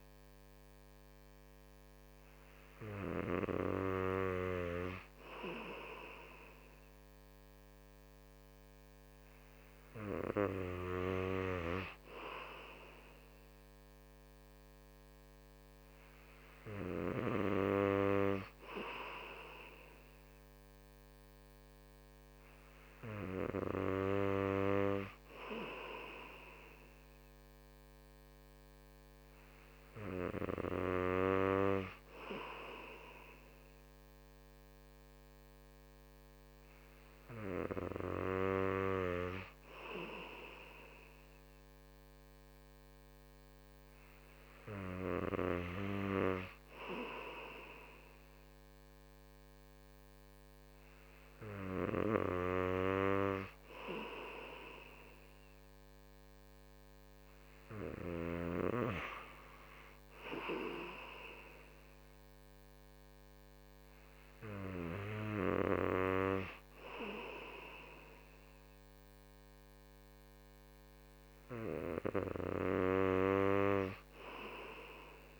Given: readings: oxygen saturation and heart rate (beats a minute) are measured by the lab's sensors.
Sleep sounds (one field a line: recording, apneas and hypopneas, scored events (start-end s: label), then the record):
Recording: breathing in sleep by a microphone on the trachea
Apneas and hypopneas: none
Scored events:
63.00-75.40 s: new sleep stage, N3 (deep sleep)
From the record:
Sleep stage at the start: N2 (light sleep)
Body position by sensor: on the right side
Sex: male